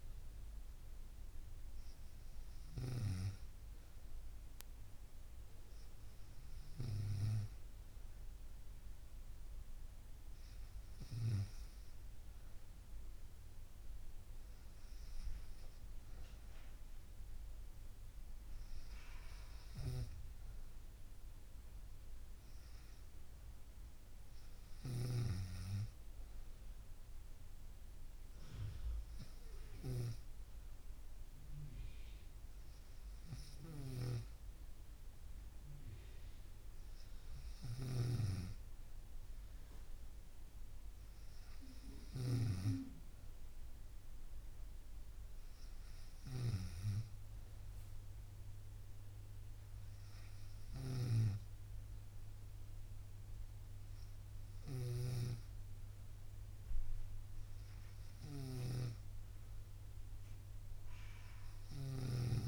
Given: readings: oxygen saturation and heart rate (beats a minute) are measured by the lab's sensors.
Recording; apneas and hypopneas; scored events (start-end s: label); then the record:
breathing in sleep by a room microphone; none
37.50-62.48 s: snoring (device-marked)
From the record:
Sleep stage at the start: N2 (light sleep); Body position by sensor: on the right side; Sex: female